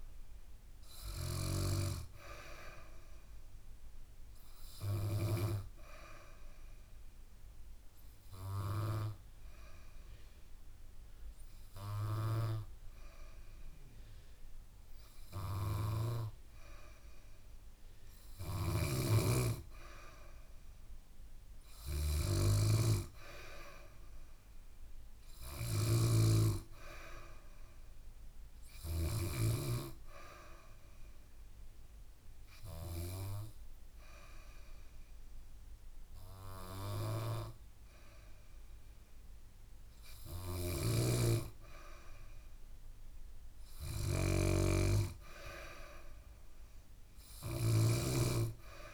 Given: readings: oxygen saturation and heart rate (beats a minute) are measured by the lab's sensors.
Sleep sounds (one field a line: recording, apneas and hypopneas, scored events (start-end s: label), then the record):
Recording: breathing in sleep by a room microphone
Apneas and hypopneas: 2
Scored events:
0.00-1.00 s: snoring (device-marked)
5.00-15.00 s: obstructive apnea (oxygen 98% before, 93% lowest, heart rate 65 before, 67 extreme, up 1 after)
17.00-20.50 s: arousal
18.00-29.00 s: snoring (device-marked)
30.00-40.50 s: obstructive apnea (oxygen 98% before, 93% lowest, heart rate 69 before, 67 extreme, up 1 after)
40.00-48.94 s: snoring (device-marked)
44.00-47.50 s: arousal
From the record:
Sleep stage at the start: N2 (light sleep)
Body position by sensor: on the back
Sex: female